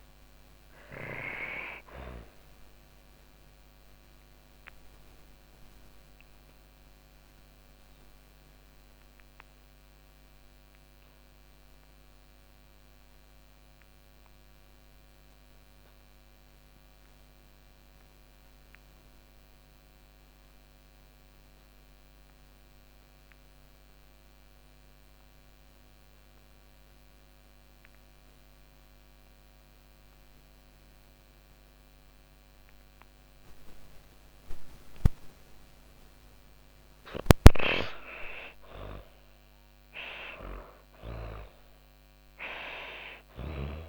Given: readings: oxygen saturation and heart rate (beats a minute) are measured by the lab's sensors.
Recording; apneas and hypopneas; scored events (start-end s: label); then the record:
breathing in sleep by a microphone on the trachea; 1
0.00-20.50 s: oxygen desaturation (device-marked, oxygen 76% lowest, heart rate 95 extreme)
3.00-34.50 s: obstructive apnea (oxygen 98% before, 76% lowest, heart rate 141 before, 95 extreme, up 18 after)
29.50-43.89 s: oxygen desaturation (device-marked, oxygen 99% before, 82% lowest, heart rate 127 before, 105 extreme)
36.50-41.00 s: arousal
From the record:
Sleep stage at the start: N2 (light sleep); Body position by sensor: on the back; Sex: female